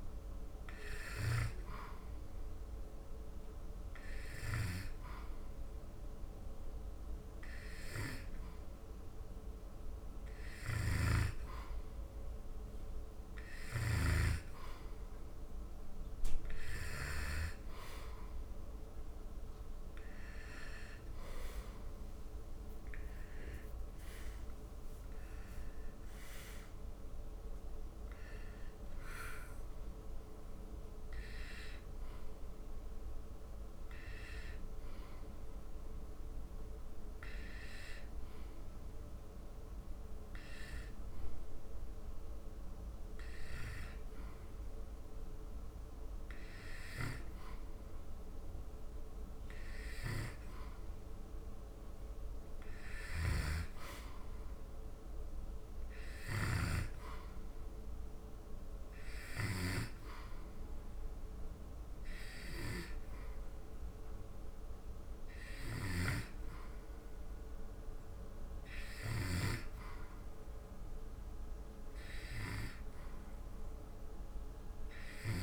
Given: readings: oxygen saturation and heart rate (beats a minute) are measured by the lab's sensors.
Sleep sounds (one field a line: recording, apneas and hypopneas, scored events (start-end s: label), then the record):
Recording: breathing in sleep by a room microphone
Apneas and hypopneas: 1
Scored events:
24.00-28.50 s: arousal
32.00-48.00 s: hypopnea (oxygen 93% before, 90% lowest, heart rate 81 before, 73 extreme)
50.00-53.50 s: arousal
54.00-71.00 s: oxygen desaturation (device-marked, oxygen 96% before, 91% lowest, heart rate 78 before, 74 extreme)
From the record:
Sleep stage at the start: N2 (light sleep)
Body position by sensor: on the back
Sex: male